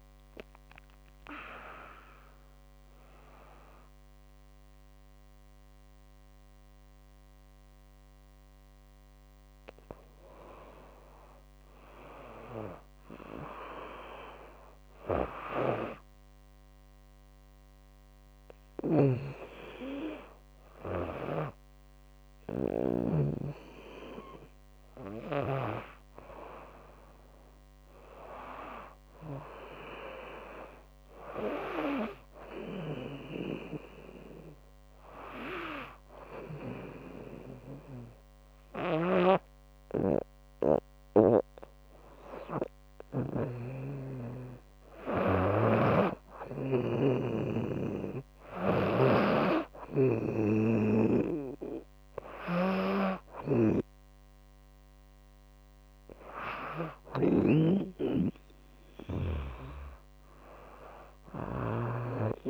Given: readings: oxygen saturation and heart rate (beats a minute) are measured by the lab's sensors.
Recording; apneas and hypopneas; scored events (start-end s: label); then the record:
a person partly awake in a sleep study, by a microphone on the trachea; none
19.50-62.50 s: new sleep stage, N2 (light sleep)
20.50-25.00 s: snoring (device-marked)
32.00-43.00 s: snoring (device-marked)
45.00-62.50 s: snoring (device-marked)
From the record:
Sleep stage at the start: awake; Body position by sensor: on the right side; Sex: female